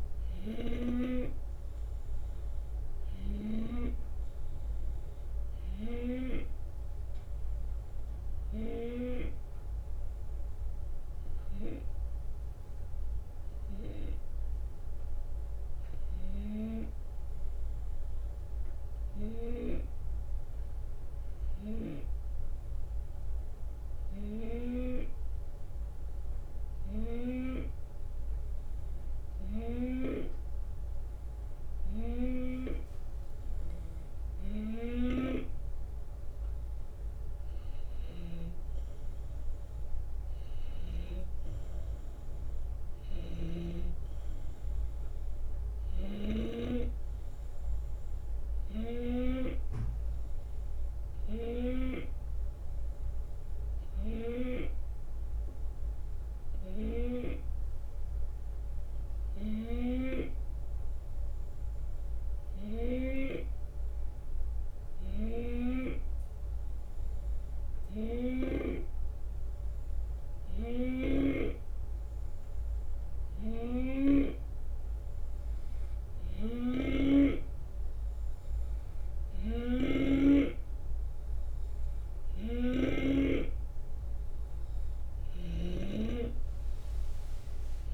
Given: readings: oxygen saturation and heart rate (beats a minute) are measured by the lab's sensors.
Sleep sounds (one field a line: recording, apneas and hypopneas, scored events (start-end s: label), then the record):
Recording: breathing in sleep by a room microphone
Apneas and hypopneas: 2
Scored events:
0.00-3.50 s: snoring (device-marked)
0.00-17.00 s: oxygen desaturation (device-marked, oxygen 90% lowest, heart rate 73 extreme)
7.50-17.50 s: hypopnea (oxygen 94% before, 90% lowest, heart rate 52 before, 73 extreme, up 1 after)
19.00-22.00 s: arousal
48.00-60.50 s: hypopnea (oxygen 93% before, 90% lowest, heart rate 76 before, 72 extreme, up 3 after)
62.50-66.50 s: arousal
73.50-83.00 s: snoring (device-marked)
From the record:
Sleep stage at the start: N2 (light sleep)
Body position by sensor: on the left side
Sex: male